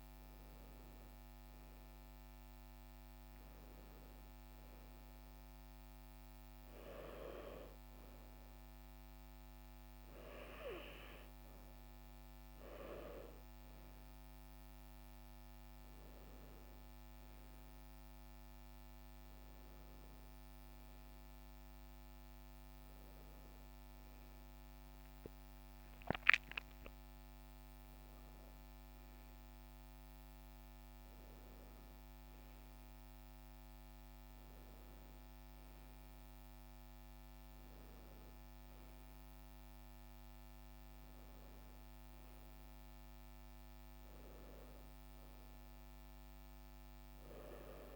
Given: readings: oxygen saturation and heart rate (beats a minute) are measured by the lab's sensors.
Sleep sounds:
breathing in sleep by a microphone on the trachea; none
none scored
From the record:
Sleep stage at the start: N1 (lightest sleep); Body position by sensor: on the right side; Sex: female

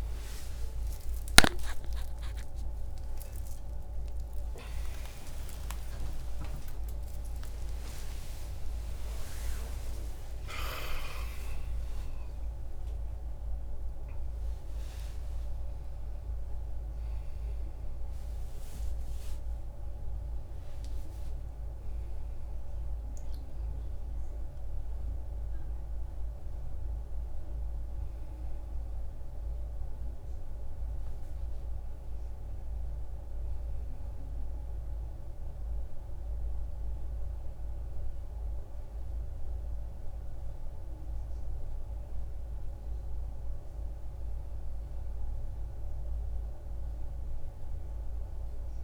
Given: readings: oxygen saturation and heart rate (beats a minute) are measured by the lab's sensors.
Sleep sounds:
a person awake in a sleep study, by a room microphone; none
32.00-48.84 s: new sleep stage, N2 (light sleep)
From the record:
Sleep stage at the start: awake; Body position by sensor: on the back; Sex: male

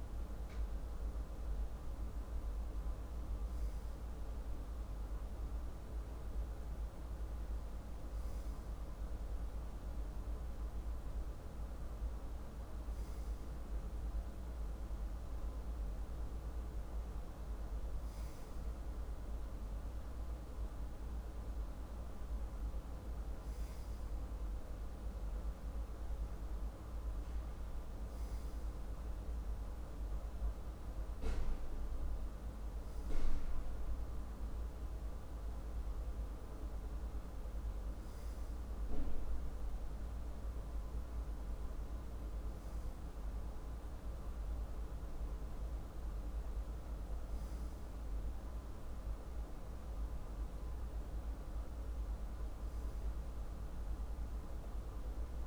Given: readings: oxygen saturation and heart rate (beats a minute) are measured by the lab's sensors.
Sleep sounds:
breathing in sleep, hard to hear, by a room microphone; none
10.50-55.47 s: new sleep stage, N2 (light sleep)
From the record:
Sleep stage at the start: N1 (lightest sleep); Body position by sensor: on the left side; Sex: male

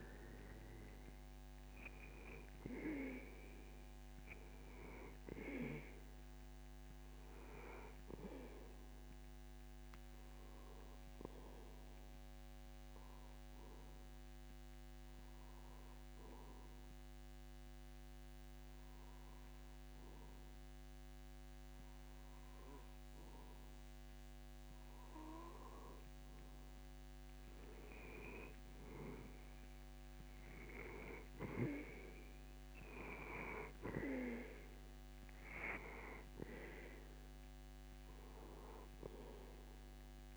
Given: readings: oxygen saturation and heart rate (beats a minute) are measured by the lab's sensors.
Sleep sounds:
breathing in sleep by a microphone on the trachea; 1
0.00-3.00 s: arousal
13.50-25.50 s: obstructive apnea (oxygen 93% before, 91% lowest)
29.50-33.50 s: arousal
From the record:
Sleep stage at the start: N2 (light sleep); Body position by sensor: on the back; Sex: male

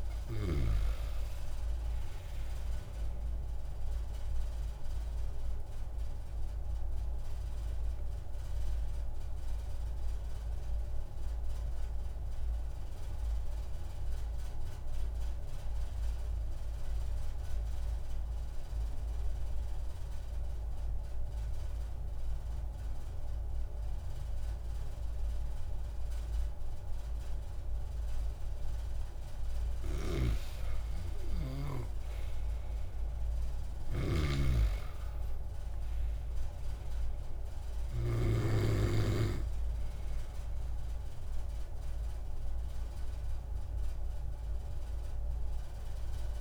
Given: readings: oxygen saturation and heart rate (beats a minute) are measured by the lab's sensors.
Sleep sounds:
breathing in sleep by a room microphone; 1
0.00-18.00 s: oxygen desaturation (device-marked, oxygen 93% lowest)
6.00-29.00 s: obstructive apnea (oxygen 98% before, 92% lowest)
31.50-35.00 s: arousal
34.00-38.50 s: snoring (device-marked)
34.00-46.41 s: oxygen desaturation (device-marked, oxygen 96% before, 92% lowest)
42.00-46.41 s: new sleep stage, N1 (lightest sleep)
From the record:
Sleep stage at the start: N2 (light sleep); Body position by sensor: on the back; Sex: male

